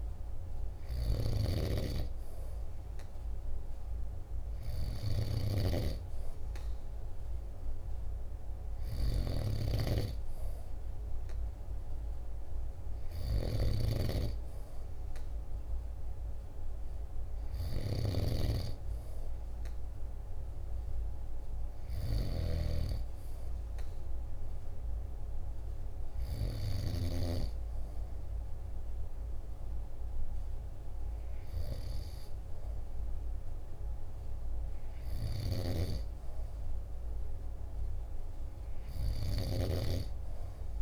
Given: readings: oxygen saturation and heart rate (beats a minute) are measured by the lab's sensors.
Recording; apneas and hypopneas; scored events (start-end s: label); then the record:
breathing in sleep by a room microphone; none
4.50-26.50 s: snoring (device-marked)
From the record:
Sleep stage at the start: N2 (light sleep); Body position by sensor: on the back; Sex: male